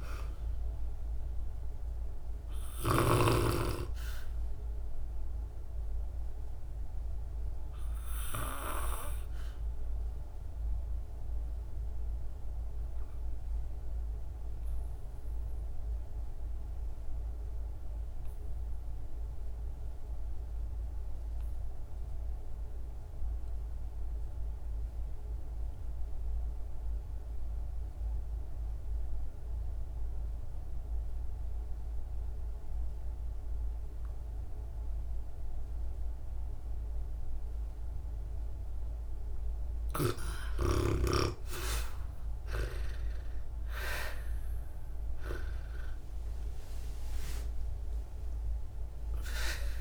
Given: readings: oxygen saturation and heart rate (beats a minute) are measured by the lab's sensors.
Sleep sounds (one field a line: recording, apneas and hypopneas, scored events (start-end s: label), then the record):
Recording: breathing in sleep by a room microphone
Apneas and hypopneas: 1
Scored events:
0.00-15.50 s: oxygen desaturation (device-marked, oxygen 82% lowest, heart rate 53 extreme)
5.00-38.00 s: obstructive apnea (oxygen 98% before, 80% lowest, heart rate 59 before, 53 extreme, up 8 after)
30.50-49.81 s: oxygen desaturation (device-marked, oxygen 98% before, 80% lowest, heart rate 61 before, 53 extreme)
42.50-47.50 s: arousal
From the record:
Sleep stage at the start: REM sleep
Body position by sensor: on the back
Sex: female